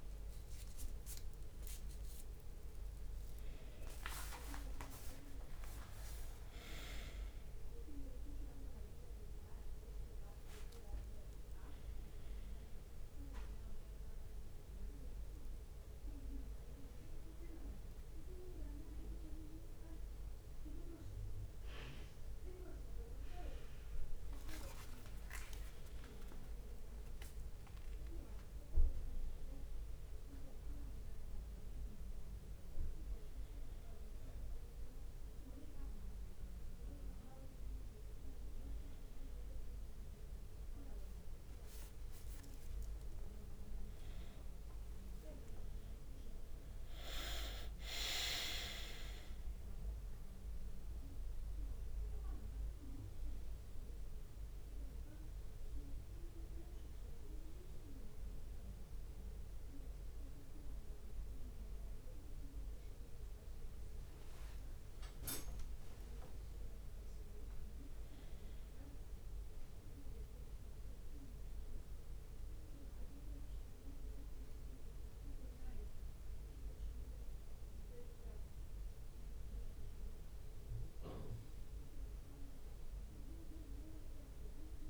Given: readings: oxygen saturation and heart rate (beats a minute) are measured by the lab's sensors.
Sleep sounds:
a person awake in a sleep study, by a room microphone; none
0.00-2.50 s: leg movement (device-marked)
3.50-8.00 s: leg movement (device-marked)
5.00-7.00 s: long interval between heartbeats (device-marked, heart rate 67 before, 75 extreme)
5.50-21.50 s: drop in pulse transit time (device-marked, heart rate 68 before, 65 extreme)
8.50-12.50 s: leg movement (device-marked)
13.50-17.00 s: leg movement (device-marked)
18.50-22.00 s: leg movement (device-marked)
23.50-28.50 s: leg movement (device-marked)
29.00-34.00 s: leg movement (device-marked)
35.50-40.00 s: leg movement (device-marked)
43.50-45.50 s: long interval between heartbeats (device-marked, heart rate 66 before, 72 extreme)
45.00-55.00 s: leg movement (device-marked)
48.00-50.00 s: long interval between heartbeats (device-marked, heart rate 68 before, 86 extreme)
49.50-64.50 s: drop in pulse transit time (device-marked, heart rate 70 before, 60 extreme)
55.00-59.00 s: leg movement (device-marked)
60.50-70.50 s: leg movement (device-marked)
72.00-77.00 s: leg movement (device-marked)
79.00-84.90 s: leg movement (device-marked)
From the record:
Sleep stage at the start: awake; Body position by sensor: on the back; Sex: male

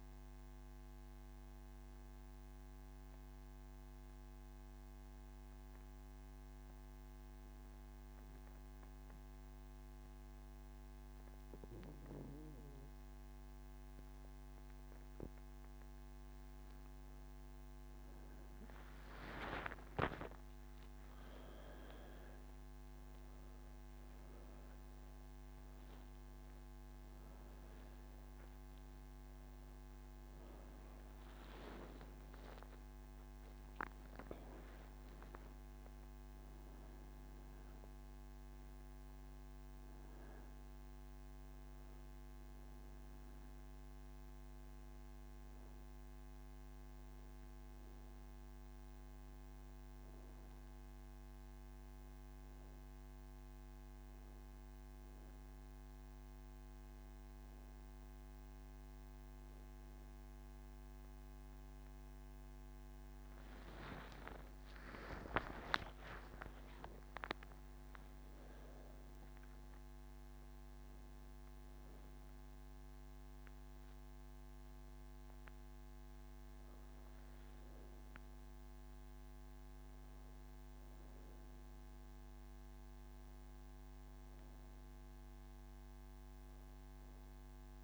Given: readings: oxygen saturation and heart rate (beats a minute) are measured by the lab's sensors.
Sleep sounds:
breathing in sleep by a microphone on the trachea; none
44.00-67.00 s: oxygen desaturation (device-marked, oxygen 97% before, 92% lowest)
From the record:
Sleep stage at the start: N3 (deep sleep); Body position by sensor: on the back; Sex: female

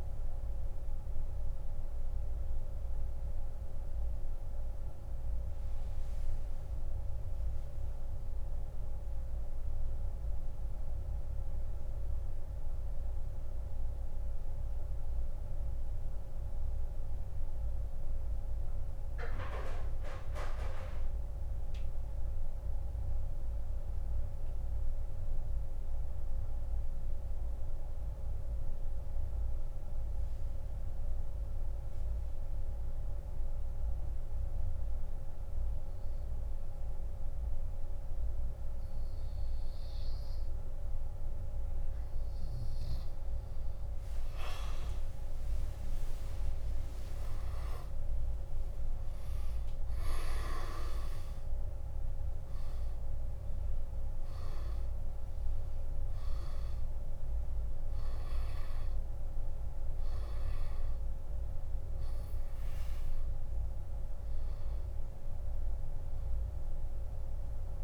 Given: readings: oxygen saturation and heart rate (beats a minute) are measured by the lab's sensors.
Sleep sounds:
breathing in sleep, hard to hear, by a room microphone; 1
0.00-38.50 s: oxygen desaturation (device-marked, oxygen 84% lowest)
0.50-40.50 s: mixed apnea (oxygen 97% before, 84% lowest)
44.50-47.50 s: arousal
From the record:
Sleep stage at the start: N2 (light sleep); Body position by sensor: on the back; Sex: male

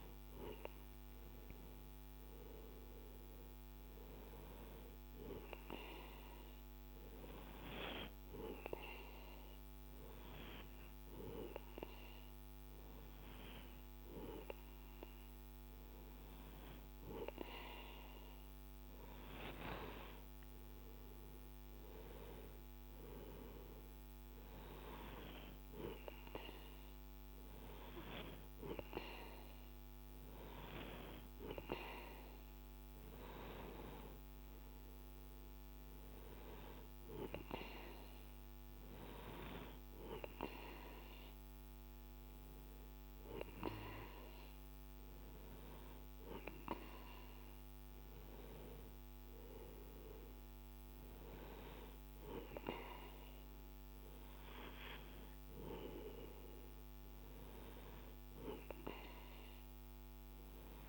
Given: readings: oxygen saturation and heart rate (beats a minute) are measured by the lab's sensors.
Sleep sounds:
a person awake in a sleep study, by a microphone on the trachea; none
none scored
From the record:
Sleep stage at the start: awake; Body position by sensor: on the right side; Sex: male

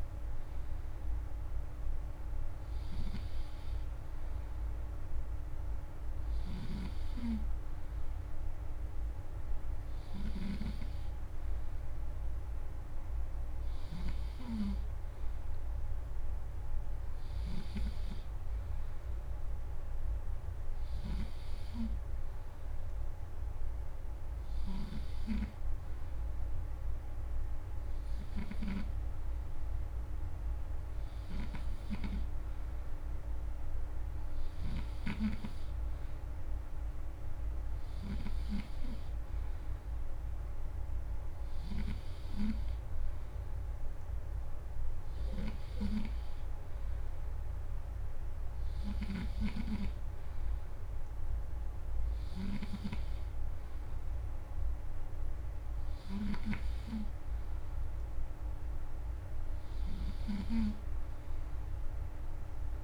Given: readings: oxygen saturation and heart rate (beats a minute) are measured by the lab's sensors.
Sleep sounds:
breathing in sleep by a room microphone; none
6.00-17.50 s: snoring (device-marked)
48.50-52.50 s: snoring (device-marked)
49.50-62.84 s: new sleep stage, N3 (deep sleep)
From the record:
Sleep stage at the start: N2 (light sleep); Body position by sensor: on the back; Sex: male

